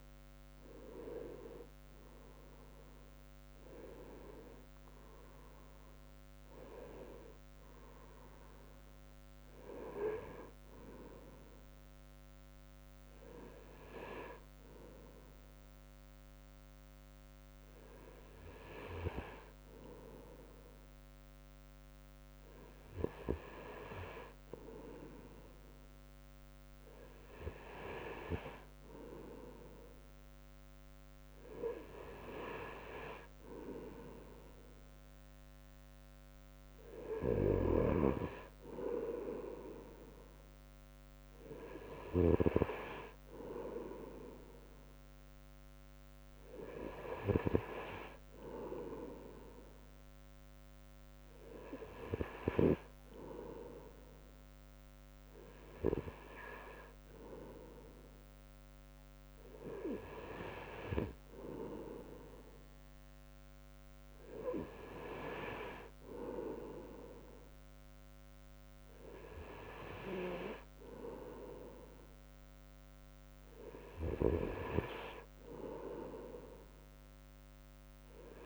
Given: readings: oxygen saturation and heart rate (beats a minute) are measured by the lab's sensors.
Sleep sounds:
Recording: breathing in sleep by a microphone on the trachea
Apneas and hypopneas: none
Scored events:
0.00-13.00 s: drop in pulse transit time (device-marked, heart rate 66 before, 66 extreme)
0.50-2.00 s: leg movement (device-marked)
1.00-78.46 s: new sleep stage, N2 (light sleep)
1.50-6.00 s: arousal
From the record:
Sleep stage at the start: N3 (deep sleep)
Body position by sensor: on the right side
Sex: male

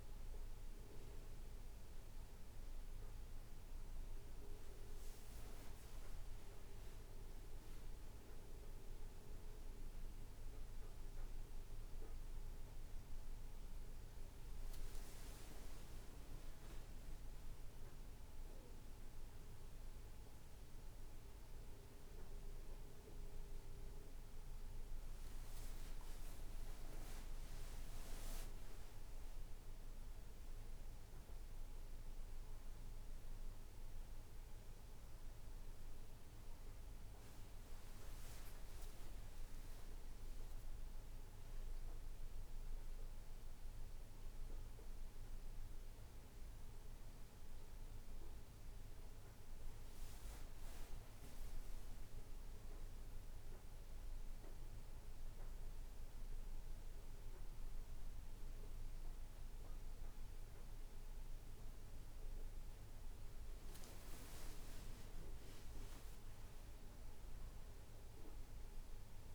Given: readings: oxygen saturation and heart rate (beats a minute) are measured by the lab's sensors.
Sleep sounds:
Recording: breathing in sleep, hard to hear, by a room microphone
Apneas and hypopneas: none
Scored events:
none scored
From the record:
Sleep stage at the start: N2 (light sleep)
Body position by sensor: on the back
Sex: male

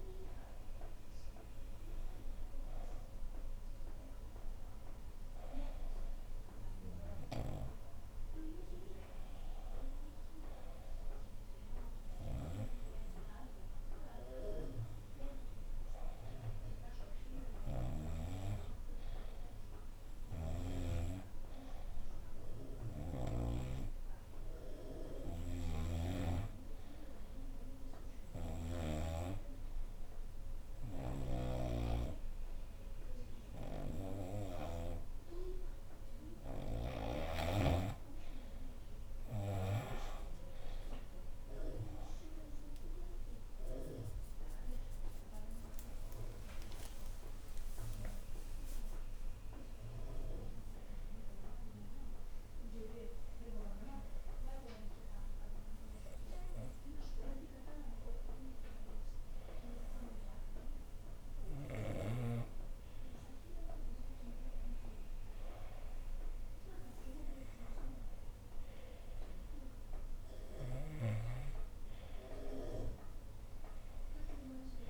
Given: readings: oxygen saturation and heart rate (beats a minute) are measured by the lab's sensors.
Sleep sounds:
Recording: breathing in sleep by a room microphone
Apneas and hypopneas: 1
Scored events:
7.00-18.00 s: snoring (device-marked)
24.00-37.50 s: hypopnea (oxygen 96% before, 90% lowest, heart rate 75 before, 70 extreme, up 6 after)
25.00-28.50 s: snoring (device-marked)
30.50-37.00 s: snoring (device-marked)
36.50-60.50 s: oxygen desaturation (device-marked, oxygen 94% before, 90% lowest, heart rate 76 before, 70 extreme)
39.00-43.50 s: arousal
From the record:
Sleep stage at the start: N2 (light sleep)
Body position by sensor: on the right side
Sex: female

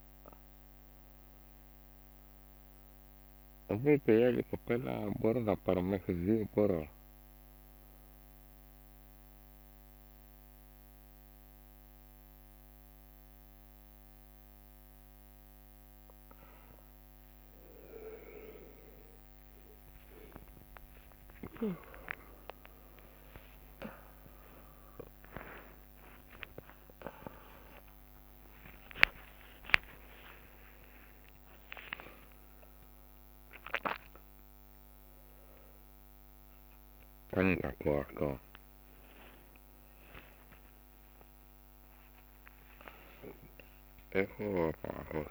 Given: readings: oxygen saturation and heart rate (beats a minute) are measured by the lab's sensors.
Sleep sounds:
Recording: a person awake in a sleep study, by a microphone on the trachea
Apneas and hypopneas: none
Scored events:
20.50-22.50 s: long interval between heartbeats (device-marked, heart rate 68 before, 87 extreme)
20.50-28.50 s: tachycardia (device-marked, heart rate 76 before, 147 extreme)
23.00-25.00 s: long interval between heartbeats (device-marked, heart rate 70 before, 99 extreme)
26.00-28.00 s: long interval between heartbeats (device-marked, heart rate 78 before, 138 extreme)
28.00-30.00 s: long interval between heartbeats (device-marked, heart rate 85 before, 147 extreme)
37.50-45.31 s: drop in pulse transit time (device-marked, heart rate 102 before, 64 extreme)
40.00-42.00 s: long interval between heartbeats (device-marked, heart rate 103 before, 74 extreme)
From the record:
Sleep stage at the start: awake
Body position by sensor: on the back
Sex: male

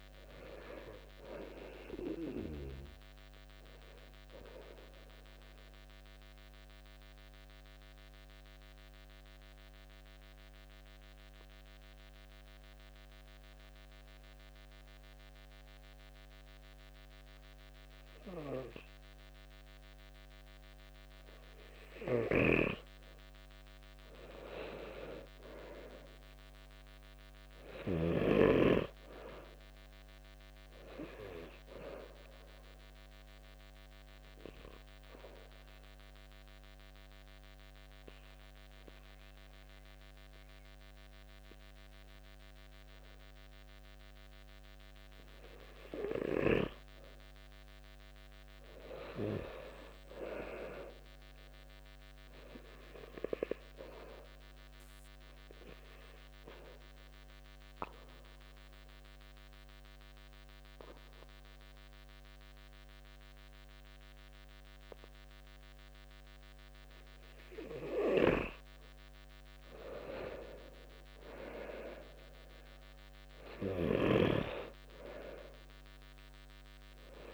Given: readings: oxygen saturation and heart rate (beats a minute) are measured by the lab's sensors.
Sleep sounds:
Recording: breathing in sleep by a microphone on the trachea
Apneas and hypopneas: 3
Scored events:
4.00-20.50 s: mixed apnea (oxygen 96% before, 91% lowest, heart rate 68 before, 68 extreme, up 3 after)
22.00-28.00 s: snoring (device-marked)
23.50-27.50 s: arousal
33.50-46.00 s: obstructive apnea (oxygen 96% before, 91% lowest, heart rate 71 before, 66 extreme, up 5 after)
47.50-51.00 s: arousal
48.50-55.50 s: oxygen desaturation (device-marked, oxygen 97% before, 91% lowest, heart rate 70 before, 66 extreme)
54.50-67.50 s: obstructive apnea (oxygen 97% before, 91% lowest, heart rate 70 before, 65 extreme, up 8 after)
69.50-73.00 s: arousal
75.50-77.34 s: oxygen desaturation (device-marked, oxygen 96% before, 91% lowest, heart rate 71 before, 64 extreme)
From the record:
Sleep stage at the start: N2 (light sleep)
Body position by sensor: on the back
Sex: male

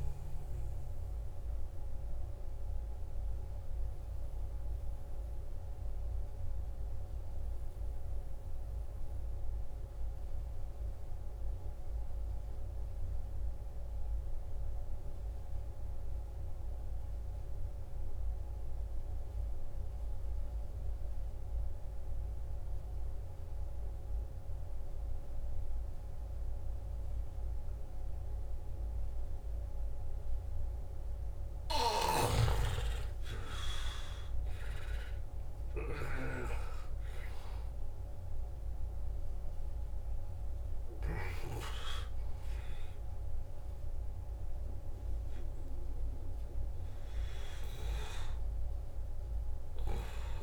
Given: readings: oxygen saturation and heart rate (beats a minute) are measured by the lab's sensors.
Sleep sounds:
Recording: breathing in sleep by a room microphone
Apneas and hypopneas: 1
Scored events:
0.00-9.50 s: oxygen desaturation (device-marked, oxygen 86% lowest, heart rate 53 extreme)
1.00-32.50 s: obstructive apnea (oxygen 93% before, 86% lowest, heart rate 62 before, 53 extreme, up 14 after)
25.50-50.43 s: oxygen desaturation (device-marked, oxygen 98% before, 88% lowest, heart rate 55 before, 53 extreme)
33.50-37.00 s: arousal
From the record:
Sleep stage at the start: N2 (light sleep)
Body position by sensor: on the back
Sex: male

